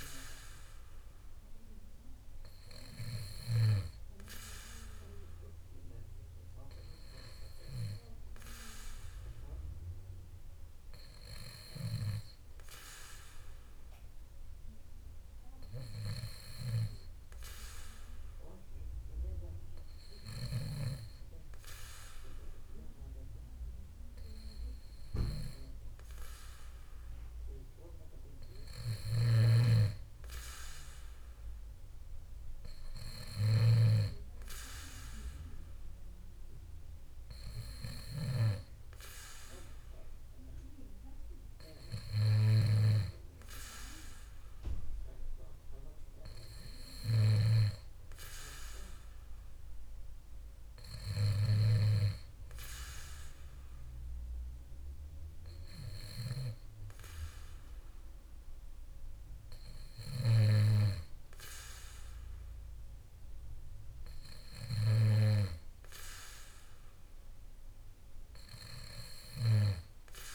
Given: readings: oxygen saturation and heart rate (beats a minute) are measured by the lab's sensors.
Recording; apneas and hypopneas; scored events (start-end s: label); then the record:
breathing in sleep by a room microphone; none
29.00-38.50 s: snoring (device-marked)
47.00-52.00 s: snoring (device-marked)
From the record:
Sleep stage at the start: N2 (light sleep); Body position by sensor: on the back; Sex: male